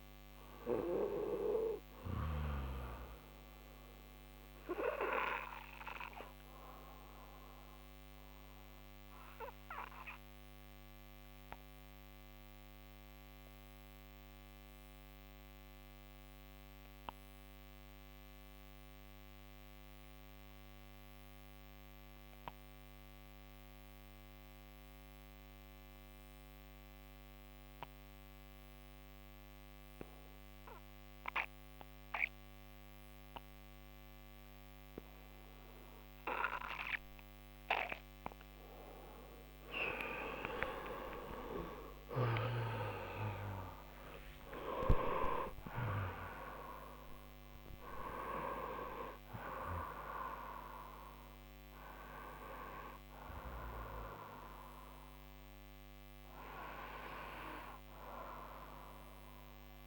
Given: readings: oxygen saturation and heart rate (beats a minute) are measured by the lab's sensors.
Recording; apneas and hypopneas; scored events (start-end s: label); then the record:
breathing in sleep by a microphone on the trachea; 1
0.00-21.50 s: oxygen desaturation (device-marked, oxygen 91% lowest)
4.50-37.50 s: obstructive apnea (oxygen 98% before, 90% lowest)
40.00-45.00 s: arousal
47.50-59.87 s: oxygen desaturation (device-marked, oxygen 97% before, 90% lowest)
From the record:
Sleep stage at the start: N2 (light sleep); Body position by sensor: on the right side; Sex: male